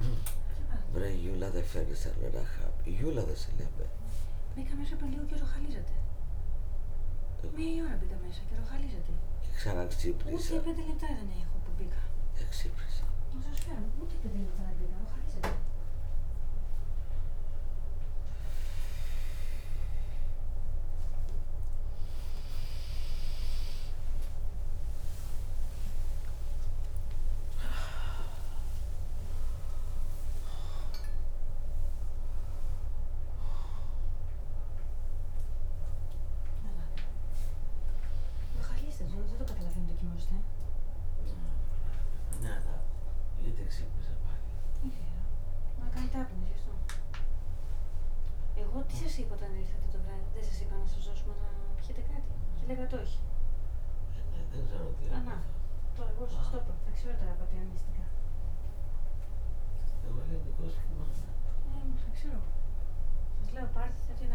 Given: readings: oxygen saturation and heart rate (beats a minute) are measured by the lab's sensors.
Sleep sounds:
a person awake in a sleep study, by a room microphone; none
0.00-8.50 s: drop in pulse transit time (device-marked, heart rate 85 extreme)
22.50-30.50 s: tachycardia (device-marked, heart rate 82 before, 119 extreme)
26.50-28.50 s: long interval between heartbeats (device-marked, heart rate 86 before, 109 extreme)
From the record:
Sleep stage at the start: awake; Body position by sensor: upright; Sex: female

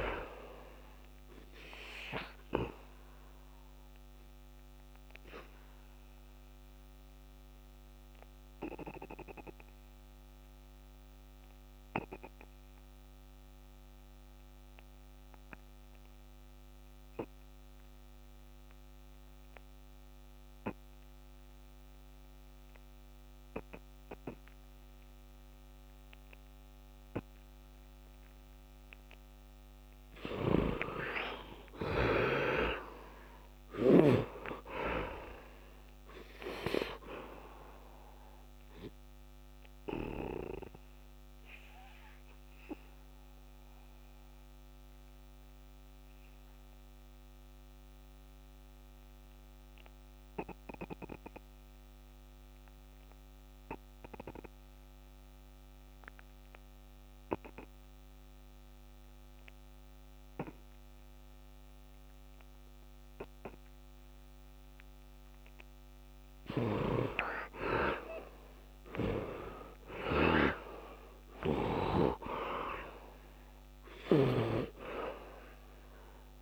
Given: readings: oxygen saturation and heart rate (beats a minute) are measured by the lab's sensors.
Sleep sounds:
breathing in sleep by a microphone on the trachea; 2
0.00-19.00 s: oxygen desaturation (device-marked, oxygen 58% lowest, heart rate 60 extreme)
3.00-28.50 s: obstructive apnea (oxygen 99% before, 55% lowest, heart rate 78 before, 60 extreme, up 10 after)
21.00-54.00 s: oxygen desaturation (device-marked, oxygen 98% before, 55% lowest, heart rate 71 before, 65 extreme)
30.00-34.00 s: snoring (device-marked)
30.50-34.50 s: arousal
42.50-64.00 s: obstructive apnea (oxygen 98% before, 55% lowest, heart rate 81 before, 67 extreme, up 11 after)
59.00-76.42 s: oxygen desaturation (device-marked, oxygen 98% before, 58% lowest, heart rate 72 before, 71 extreme)
66.50-71.50 s: snoring (device-marked)
67.00-71.00 s: arousal
From the record:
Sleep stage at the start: N2 (light sleep); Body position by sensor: on the right side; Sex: male

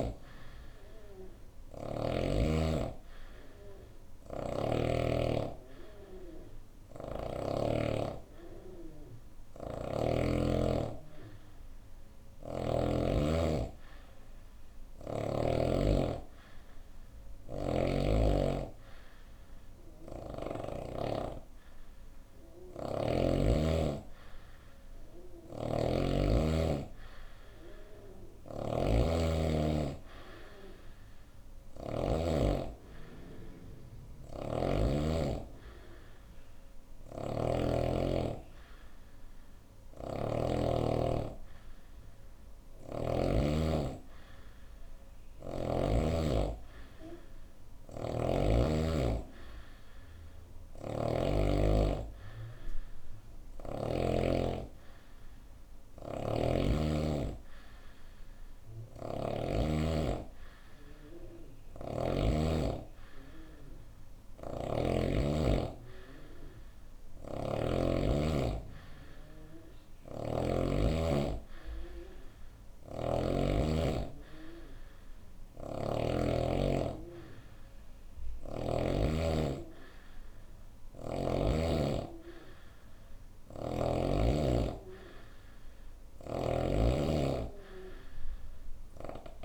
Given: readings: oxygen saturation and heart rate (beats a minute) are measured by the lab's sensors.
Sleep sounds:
breathing in sleep by a room microphone; none
0.00-1.50 s: snoring (device-marked)
6.00-9.50 s: snoring (device-marked)
16.50-20.00 s: snoring (device-marked)
24.50-31.50 s: snoring (device-marked)
33.50-37.00 s: snoring (device-marked)
39.00-42.50 s: snoring (device-marked)
47.00-53.50 s: snoring (device-marked)
58.00-61.50 s: snoring (device-marked)
63.50-70.00 s: snoring (device-marked)
72.00-75.50 s: snoring (device-marked)
82.50-89.45 s: snoring (device-marked)
From the record:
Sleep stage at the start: N2 (light sleep); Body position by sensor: on the right side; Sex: female

